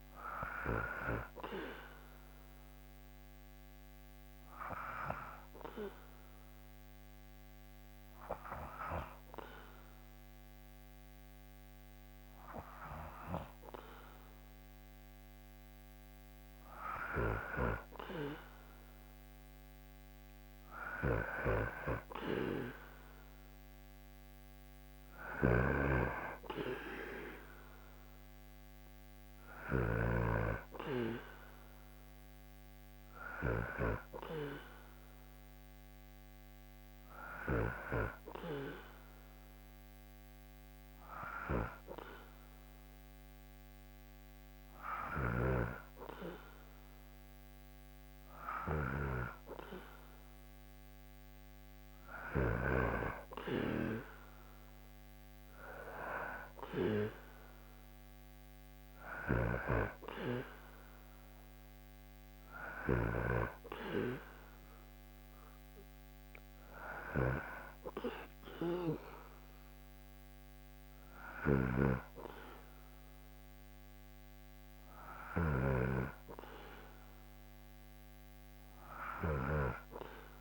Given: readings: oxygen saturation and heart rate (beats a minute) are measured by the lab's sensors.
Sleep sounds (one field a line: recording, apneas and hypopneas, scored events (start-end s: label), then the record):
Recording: breathing in sleep by a microphone on the trachea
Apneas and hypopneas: 2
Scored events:
1.50-15.50 s: hypopnea (oxygen 98% before, 96% lowest, heart rate 75 before, 69 extreme, up 7 after)
19.50-23.50 s: arousal
24.50-29.50 s: snoring (device-marked)
39.00-51.00 s: hypopnea (oxygen 98% before, 95% lowest, heart rate 73 before, 74 extreme, up 6 after)
44.50-52.00 s: snoring (device-marked)
54.00-57.50 s: arousal
58.50-63.00 s: snoring (device-marked)
71.00-75.00 s: snoring (device-marked)
From the record:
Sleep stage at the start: N2 (light sleep)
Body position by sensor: on the back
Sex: male